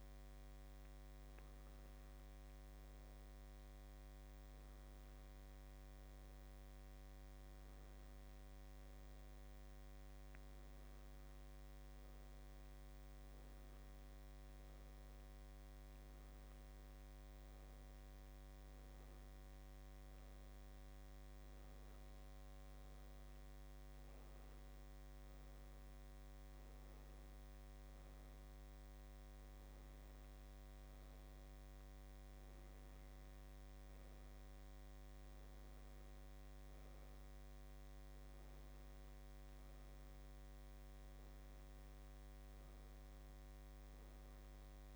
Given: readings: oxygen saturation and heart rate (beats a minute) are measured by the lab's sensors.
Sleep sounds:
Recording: breathing in sleep, hard to hear, by a microphone on the trachea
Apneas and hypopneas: none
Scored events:
none scored
From the record:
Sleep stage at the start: N2 (light sleep)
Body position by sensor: on the back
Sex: female

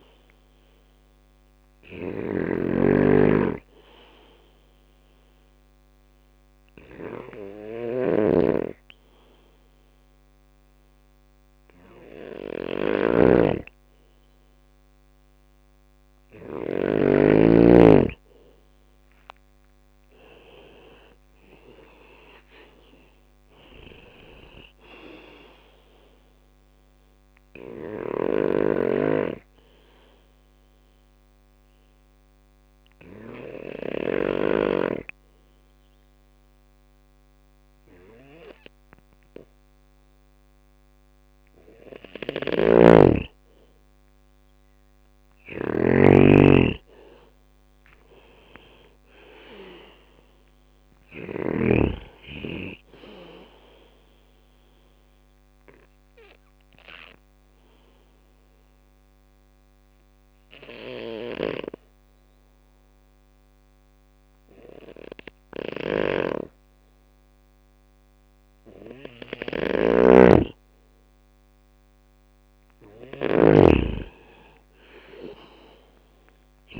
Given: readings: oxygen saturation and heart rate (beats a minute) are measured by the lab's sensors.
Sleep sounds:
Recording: breathing in sleep by a microphone on the trachea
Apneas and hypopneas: 3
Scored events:
0.00-6.00 s: drop in pulse transit time (device-marked, heart rate 65 extreme)
0.00-15.00 s: oxygen desaturation (device-marked, oxygen 92% lowest, heart rate 63 extreme)
0.00-16.00 s: snoring (device-marked)
1.50-15.00 s: hypopnea (oxygen 98% before, 92% lowest, heart rate 68 before, 63 extreme, up 8 after)
18.00-22.00 s: arousal
19.00-30.00 s: drop in pulse transit time (device-marked, heart rate 67 before, 66 extreme)
24.00-43.00 s: oxygen desaturation (device-marked, oxygen 97% before, 93% lowest, heart rate 67 before, 63 extreme)
27.00-33.00 s: snoring (device-marked)
27.00-42.50 s: obstructive apnea (oxygen 97% before, 91% lowest, heart rate 68 before, 63 extreme, up 6 after)
41.50-51.00 s: snoring (device-marked)
44.50-48.00 s: arousal
46.00-58.00 s: drop in pulse transit time (device-marked, heart rate 67 before, 64 extreme)
50.00-71.00 s: oxygen desaturation (device-marked, oxygen 97% before, 92% lowest, heart rate 67 before, 63 extreme)
52.50-68.50 s: obstructive apnea (oxygen 97% before, 91% lowest, heart rate 67 before, 63 extreme, up 6 after)
60.50-76.50 s: snoring (device-marked)
70.00-73.00 s: arousal
From the record:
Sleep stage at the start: N2 (light sleep)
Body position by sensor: on the back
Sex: male

